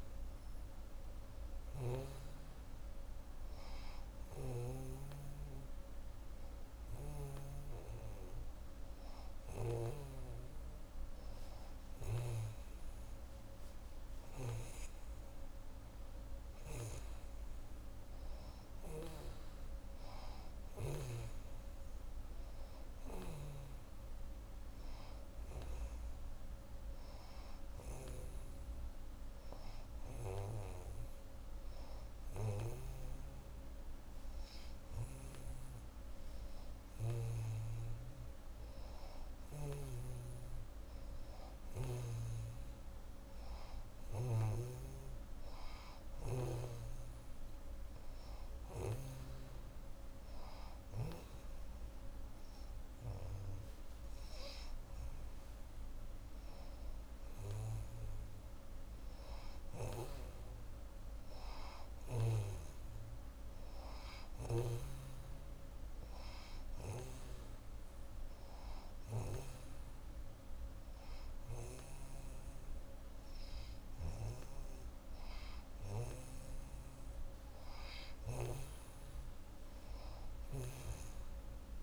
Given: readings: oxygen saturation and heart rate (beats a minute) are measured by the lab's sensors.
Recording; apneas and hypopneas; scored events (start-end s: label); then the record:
breathing in sleep by a room microphone; 3
0.50-11.00 s: hypopnea (oxygen 90% before, 89% lowest, heart rate 78 before, 39 extreme, up 52 after)
13.00-17.00 s: arousal
24.00-35.50 s: hypopnea (oxygen 90% before, 88% lowest, heart rate 91 before, 54 extreme)
37.00-40.50 s: arousal
66.00-76.50 s: hypopnea (oxygen 91% before, 88% lowest)
77.50-81.50 s: arousal
From the record:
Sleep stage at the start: N2 (light sleep); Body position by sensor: on the back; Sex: female